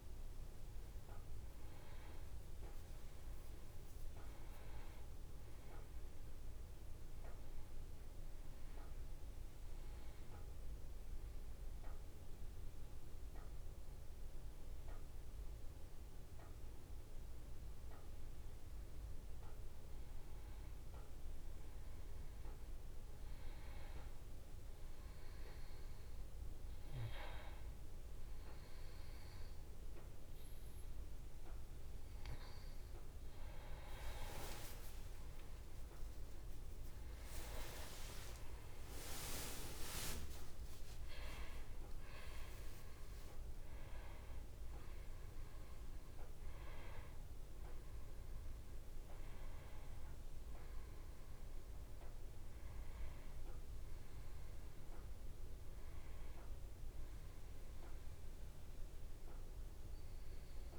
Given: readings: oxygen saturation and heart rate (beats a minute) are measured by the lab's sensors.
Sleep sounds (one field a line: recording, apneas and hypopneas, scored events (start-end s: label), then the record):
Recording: breathing in sleep by a room microphone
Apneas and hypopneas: 1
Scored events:
7.00-18.00 s: hypopnea (oxygen 96% before, 95% lowest, heart rate 69 before, 63 extreme, up 1 after)
19.50-24.00 s: arousal
38.00-43.00 s: arousal
From the record:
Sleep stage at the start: N2 (light sleep)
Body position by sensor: on the back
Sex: male